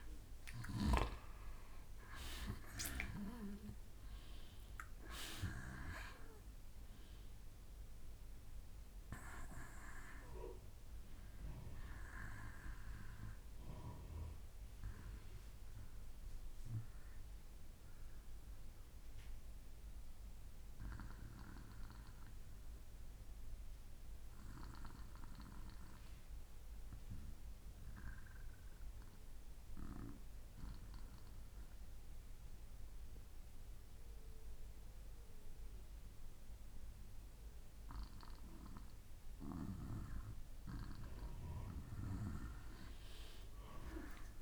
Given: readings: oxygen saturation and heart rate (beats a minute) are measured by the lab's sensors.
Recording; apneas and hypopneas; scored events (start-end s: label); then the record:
breathing in sleep by a room microphone; 1
0.00-21.00 s: oxygen desaturation (device-marked, oxygen 96% before, 88% lowest, heart rate 63 before, 63 extreme)
19.00-39.50 s: obstructive apnea (oxygen 96% before, 87% lowest, heart rate 66 before, 63 extreme, up 2 after)
40.00-44.42 s: oxygen desaturation (device-marked, oxygen 95% before, 91% lowest, heart rate 63 before, 64 extreme)
From the record:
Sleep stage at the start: N2 (light sleep); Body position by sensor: on the back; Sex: male